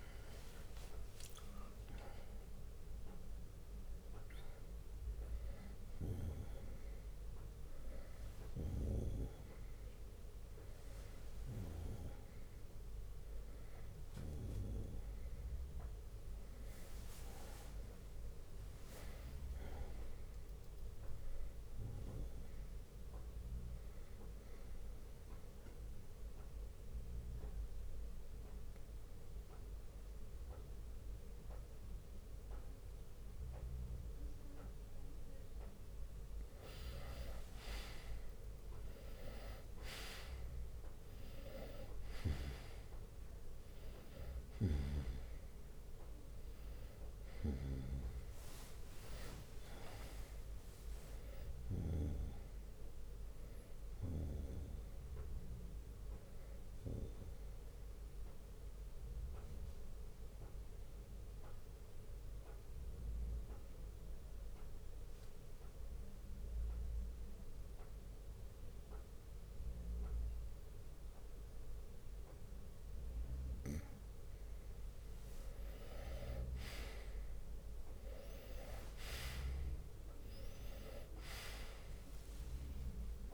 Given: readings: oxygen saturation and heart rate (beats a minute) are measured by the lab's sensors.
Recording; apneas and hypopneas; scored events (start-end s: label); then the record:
breathing in sleep by a room microphone; 2
0.00-5.00 s: drop in pulse transit time (device-marked, heart rate 75 extreme)
17.50-21.00 s: arousal
18.50-20.50 s: long interval between heartbeats (device-marked, heart rate 80 before, 76 extreme)
21.00-34.00 s: drop in pulse transit time (device-marked, heart rate 74 before, 63 extreme)
24.00-35.00 s: obstructive apnea (oxygen 97% before, 91% lowest, heart rate 73 before, 63 extreme, up 6 after)
37.00-40.50 s: arousal
40.00-83.34 s: new sleep stage, N2 (light sleep)
41.00-65.00 s: oxygen desaturation (device-marked, oxygen 96% before, 91% lowest, heart rate 67 before, 60 extreme)
45.00-47.00 s: long interval between heartbeats (device-marked, heart rate 66 before, 72 extreme)
48.00-61.00 s: drop in pulse transit time (device-marked, heart rate 67 before, 66 extreme)
49.00-51.00 s: long interval between heartbeats (device-marked, heart rate 67 before, 82 extreme)
60.50-74.50 s: mixed apnea (oxygen 96% before, 90% lowest, heart rate 73 before, 60 extreme, up 10 after)
79.00-83.34 s: oxygen desaturation (device-marked, oxygen 98% before, 90% lowest, heart rate 62 before, 59 extreme)
81.00-83.34 s: arousal
82.00-83.34 s: drop in pulse transit time (device-marked, heart rate 62 before, 67 extreme)
From the record:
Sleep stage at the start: N1 (lightest sleep); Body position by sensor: on the right side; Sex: male